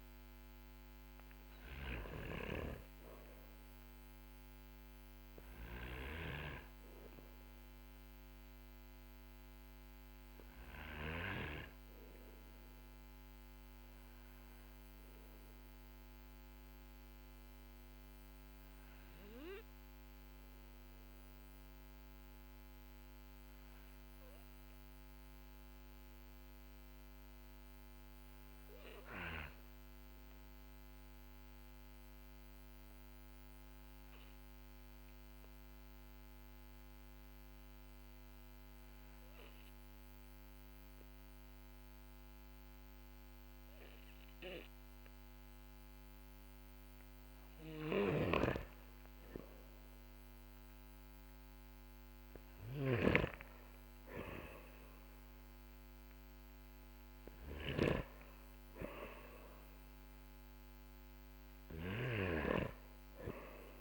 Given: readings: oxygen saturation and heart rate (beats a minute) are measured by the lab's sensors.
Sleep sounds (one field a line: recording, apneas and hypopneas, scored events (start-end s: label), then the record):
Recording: breathing in sleep by a microphone on the trachea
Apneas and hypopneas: 1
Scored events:
1.50-10.50 s: snoring (device-marked)
12.50-47.00 s: mixed apnea (oxygen 99% before, 91% lowest, heart rate 52 before, 46 extreme, up 8 after)
47.00-63.81 s: snoring (device-marked)
48.00-53.00 s: arousal
48.50-63.81 s: oxygen desaturation (device-marked, oxygen 98% before, 91% lowest, heart rate 52 before, 46 extreme)
From the record:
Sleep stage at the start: N2 (light sleep)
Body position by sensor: on the back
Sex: male